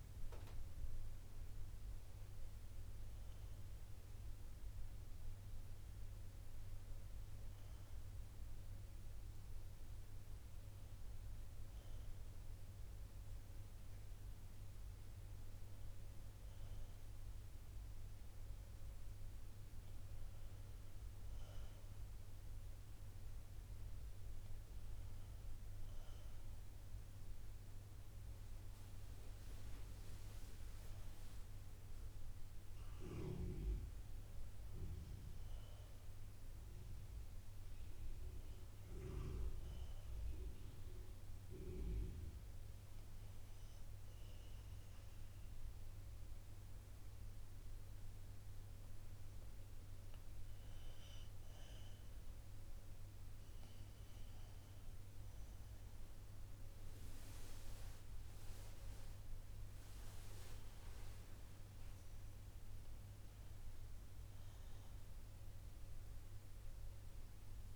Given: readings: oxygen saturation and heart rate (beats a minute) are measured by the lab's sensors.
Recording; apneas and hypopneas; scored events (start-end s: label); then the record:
breathing in sleep, hard to hear, by a room microphone; 1
32.00-36.00 s: arousal
40.00-51.50 s: obstructive apnea (oxygen 94% before, 91% lowest, heart rate 63 before, 60 extreme, up 3 after)
55.00-59.50 s: arousal
From the record:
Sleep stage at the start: N2 (light sleep); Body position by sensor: on the back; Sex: female